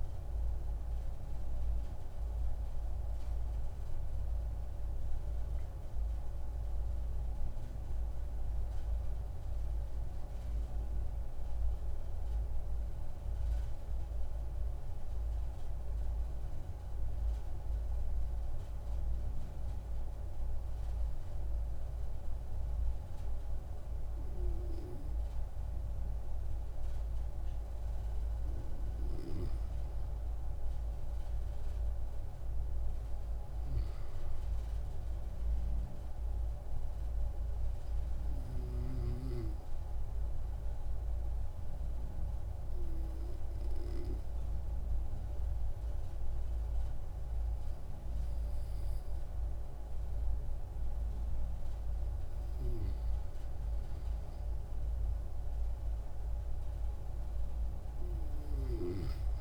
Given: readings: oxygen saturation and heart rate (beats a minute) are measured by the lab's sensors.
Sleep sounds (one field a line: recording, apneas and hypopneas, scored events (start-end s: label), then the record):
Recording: breathing in sleep by a room microphone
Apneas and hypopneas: 2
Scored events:
9.50-13.00 s: arousal
15.50-29.00 s: obstructive apnea (oxygen 96% before, 94% lowest)
31.50-34.50 s: arousal
38.00-51.00 s: obstructive apnea (oxygen 97% before, 94% lowest)
53.50-57.50 s: arousal
From the record:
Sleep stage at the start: N2 (light sleep)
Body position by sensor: on the back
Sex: male